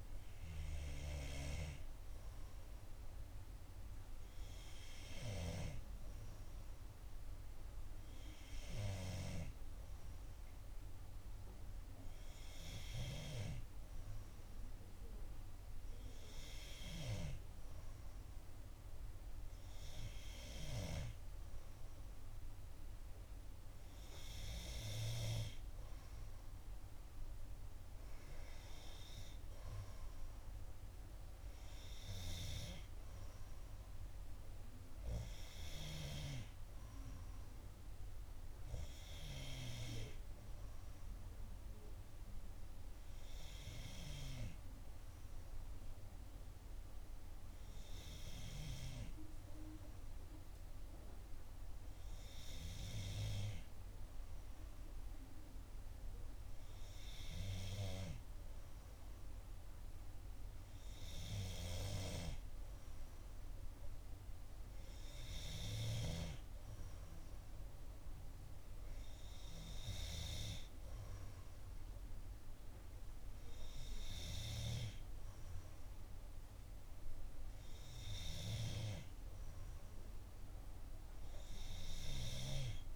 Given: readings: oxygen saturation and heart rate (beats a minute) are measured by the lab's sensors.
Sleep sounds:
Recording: breathing in sleep by a room microphone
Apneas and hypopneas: none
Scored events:
4.00-6.00 s: long interval between heartbeats (device-marked, heart rate 68 before, 67 extreme)
69.00-71.00 s: long interval between heartbeats (device-marked, heart rate 66 before, 68 extreme)
From the record:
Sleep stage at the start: N2 (light sleep)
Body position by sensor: on the back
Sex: female

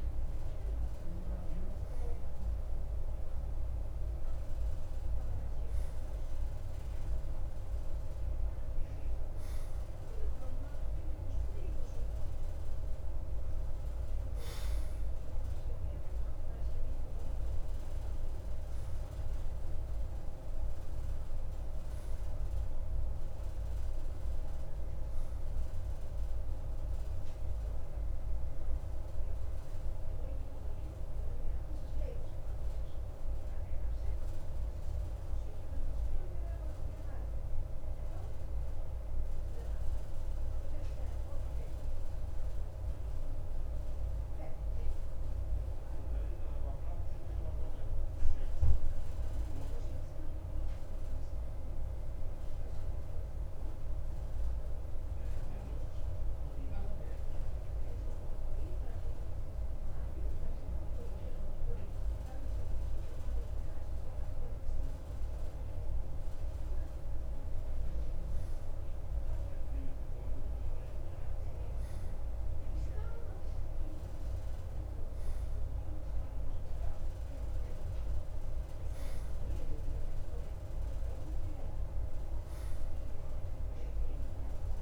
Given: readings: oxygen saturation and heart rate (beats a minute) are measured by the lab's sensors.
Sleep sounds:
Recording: breathing in sleep, hard to hear, by a room microphone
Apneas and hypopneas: 1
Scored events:
36.00-64.00 s: mixed apnea (oxygen 94% before, 92% lowest, heart rate 56 before, 53 extreme, up 1 after)
66.50-70.00 s: arousal
From the record:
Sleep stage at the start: N2 (light sleep)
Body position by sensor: on the right side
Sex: male

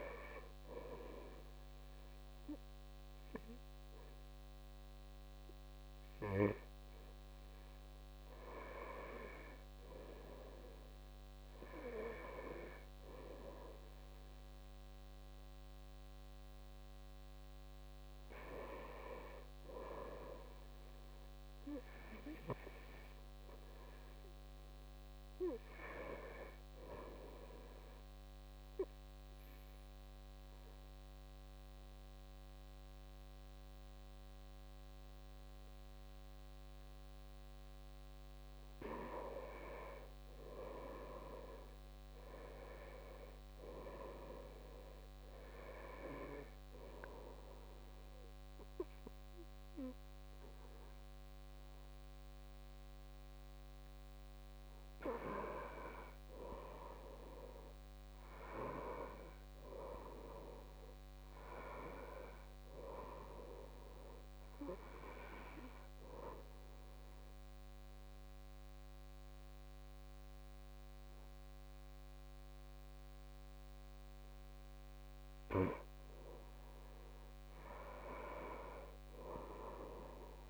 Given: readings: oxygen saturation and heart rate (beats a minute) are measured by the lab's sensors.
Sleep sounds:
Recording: breathing in sleep by a microphone on the trachea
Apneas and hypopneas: 2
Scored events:
0.00-2.00 s: oxygen desaturation (device-marked, oxygen 90% lowest, heart rate 63 extreme)
18.00-24.00 s: oxygen desaturation (device-marked, oxygen 93% before, 90% lowest, heart rate 63 before, 61 extreme)
22.50-26.00 s: arousal
27.50-38.00 s: obstructive apnea (oxygen 93% before, 87% lowest, heart rate 63 before, 61 extreme, up 4 after)
41.00-44.50 s: arousal
44.00-57.00 s: oxygen desaturation (device-marked, oxygen 93% before, 87% lowest, heart rate 62 before, 59 extreme)
65.50-75.50 s: obstructive apnea (oxygen 94% before, 87% lowest, heart rate 63 before, 57 extreme, up 5 after)
78.50-80.50 s: arousal
From the record:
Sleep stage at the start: N2 (light sleep)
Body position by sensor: on the right side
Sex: male

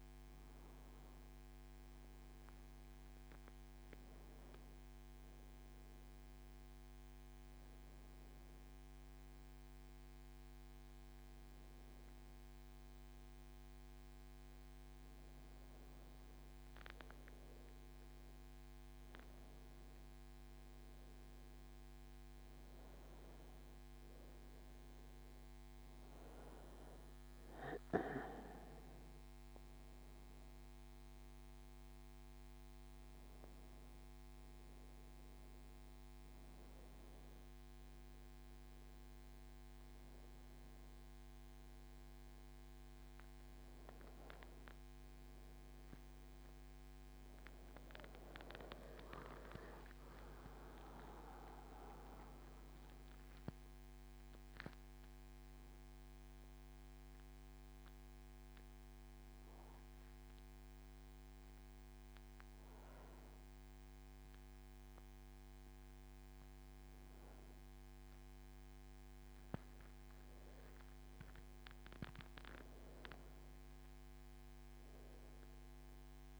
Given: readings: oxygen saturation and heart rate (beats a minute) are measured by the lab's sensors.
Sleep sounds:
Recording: a person awake in a sleep study, by a microphone on the trachea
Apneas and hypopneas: 1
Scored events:
52.00-64.00 s: hypopnea (oxygen 97% before, 95% lowest, heart rate 87 before, 83 extreme, up 1 after)
From the record:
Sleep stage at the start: awake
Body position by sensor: on the back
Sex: male

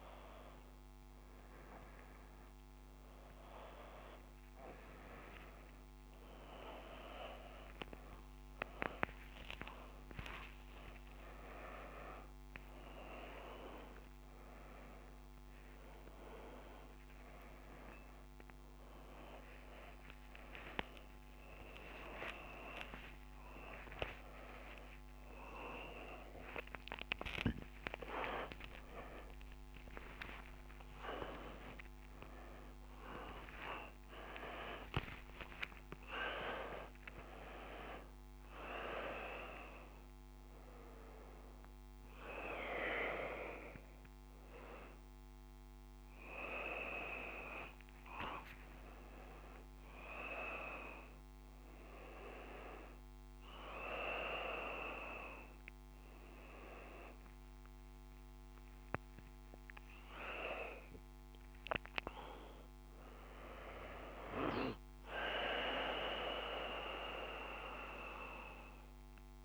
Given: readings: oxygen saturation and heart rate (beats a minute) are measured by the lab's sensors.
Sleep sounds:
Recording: a person awake in a sleep study, by a microphone on the trachea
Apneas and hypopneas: none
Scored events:
62.00-69.45 s: new sleep stage, N1 (lightest sleep)
From the record:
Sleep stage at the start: awake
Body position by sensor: on the back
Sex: male

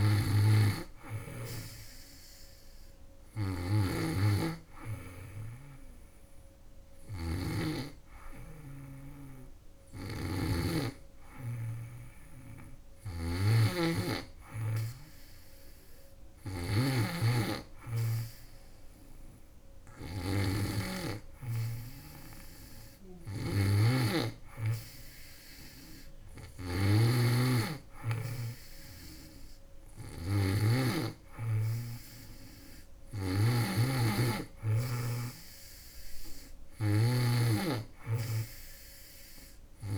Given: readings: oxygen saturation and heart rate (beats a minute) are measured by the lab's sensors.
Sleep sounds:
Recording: breathing in sleep by a room microphone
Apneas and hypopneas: none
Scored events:
0.00-39.98 s: snoring (device-marked)
From the record:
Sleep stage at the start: N2 (light sleep)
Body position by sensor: on the back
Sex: female

